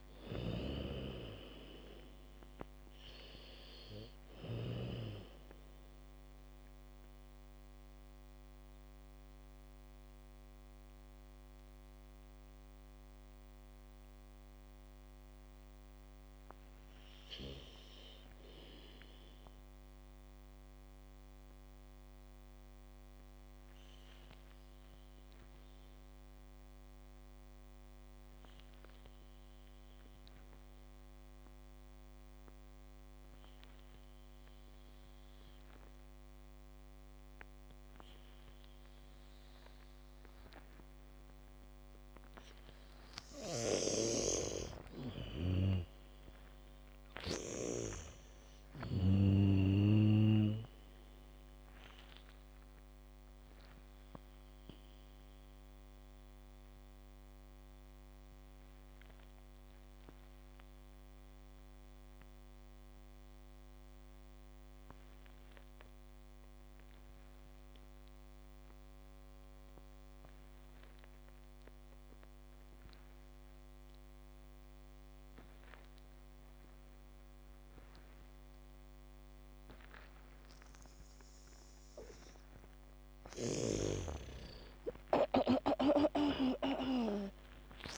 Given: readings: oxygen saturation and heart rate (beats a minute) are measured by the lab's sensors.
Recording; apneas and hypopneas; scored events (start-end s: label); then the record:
breathing in sleep by a microphone on the trachea; 2
0.00-2.00 s: arousal
0.00-22.50 s: oxygen desaturation (device-marked, oxygen 81% lowest, heart rate 42 extreme)
7.50-40.50 s: mixed apnea (oxygen 99% before, 81% lowest, heart rate 58 before, 43 extreme, up 3 after)
39.50-70.50 s: oxygen desaturation (device-marked, oxygen 98% before, 83% lowest)
42.50-49.50 s: bradycardia (device-marked, heart rate 71 before, 49 extreme)
43.50-48.00 s: arousal
43.50-48.00 s: snoring (device-marked)
54.50-82.50 s: mixed apnea (oxygen 99% before, 79% lowest)
76.50-87.98 s: bradycardia (device-marked)
82.50-87.98 s: oxygen desaturation (device-marked, oxygen 98% before, 79% lowest)
85.50-87.98 s: arousal
From the record:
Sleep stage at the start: N2 (light sleep); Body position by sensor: on the back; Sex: female